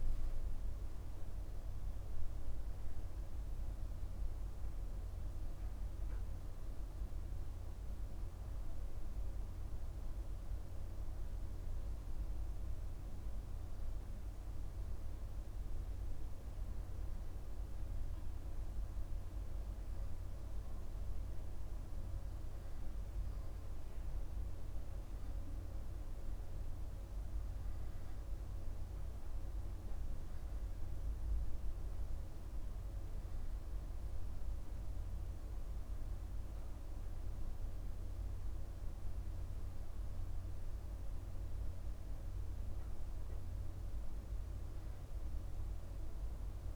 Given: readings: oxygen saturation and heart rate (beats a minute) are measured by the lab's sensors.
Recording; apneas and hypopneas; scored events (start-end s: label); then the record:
breathing in sleep, hard to hear, by a room microphone; none
2.00-14.00 s: oxygen desaturation (device-marked, oxygen 94% before, 88% lowest, heart rate 69 before, 55 extreme)
From the record:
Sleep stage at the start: N2 (light sleep); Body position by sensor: on the right side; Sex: male